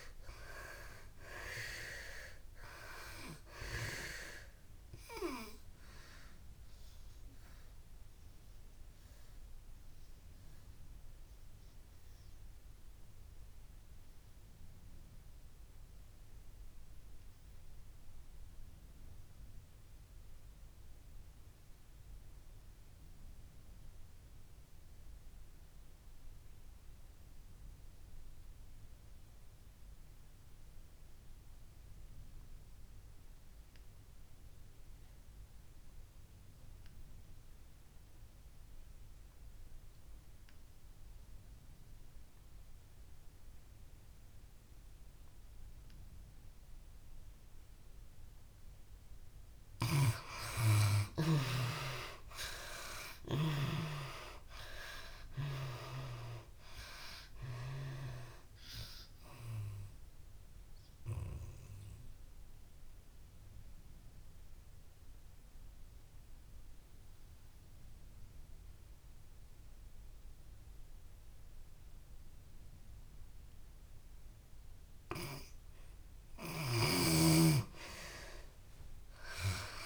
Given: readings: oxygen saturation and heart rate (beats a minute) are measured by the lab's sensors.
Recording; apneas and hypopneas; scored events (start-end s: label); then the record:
breathing in sleep by a room microphone; 2
0.00-1.00 s: arousal
0.00-2.00 s: oxygen desaturation (device-marked, oxygen 55% lowest)
4.00-24.00 s: oxygen desaturation (device-marked, oxygen 95% before, 75% lowest)
4.50-48.00 s: obstructive apnea (oxygen 95% before, 57% lowest)
26.00-79.86 s: oxygen desaturation (device-marked, oxygen 94% before, 57% lowest)
50.00-54.00 s: arousal
59.00-75.50 s: obstructive apnea (oxygen 89% before, 57% lowest)
77.50-79.86 s: arousal
From the record:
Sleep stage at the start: N2 (light sleep); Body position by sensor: on the back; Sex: female